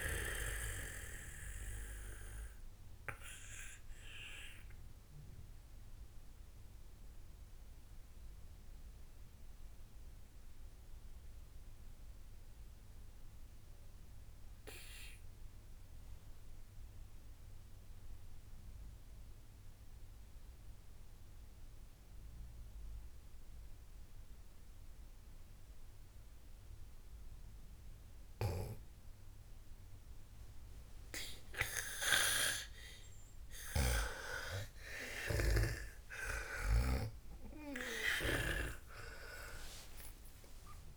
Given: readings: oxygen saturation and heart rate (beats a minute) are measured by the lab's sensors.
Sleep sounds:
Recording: breathing in sleep by a room microphone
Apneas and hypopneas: 1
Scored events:
0.00-16.00 s: oxygen desaturation (device-marked, oxygen 91% lowest, heart rate 52 extreme)
2.00-33.00 s: obstructive apnea (oxygen 99% before, 91% lowest, heart rate 72 before, 52 extreme)
29.00-37.50 s: snoring (device-marked)
34.00-40.97 s: oxygen desaturation (device-marked, oxygen 98% before, 92% lowest, heart rate 61 before, 52 extreme)
35.50-40.97 s: arousal
From the record:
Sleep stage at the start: N2 (light sleep)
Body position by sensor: on the back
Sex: female

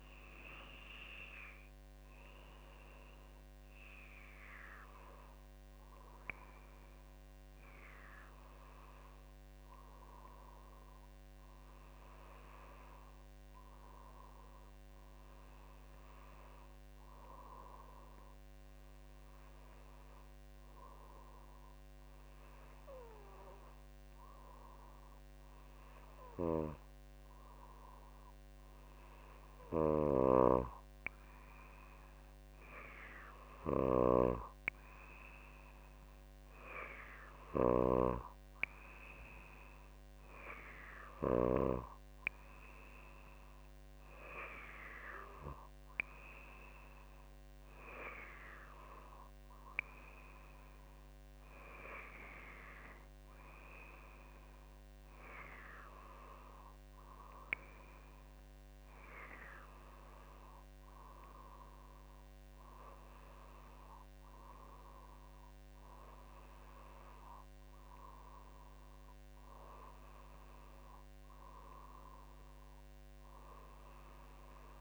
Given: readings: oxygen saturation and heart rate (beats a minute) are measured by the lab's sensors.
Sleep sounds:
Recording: breathing in sleep by a microphone on the trachea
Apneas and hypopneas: none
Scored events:
33.50-37.50 s: snoring (device-marked)
From the record:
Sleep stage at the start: N2 (light sleep)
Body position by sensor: on the back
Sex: female

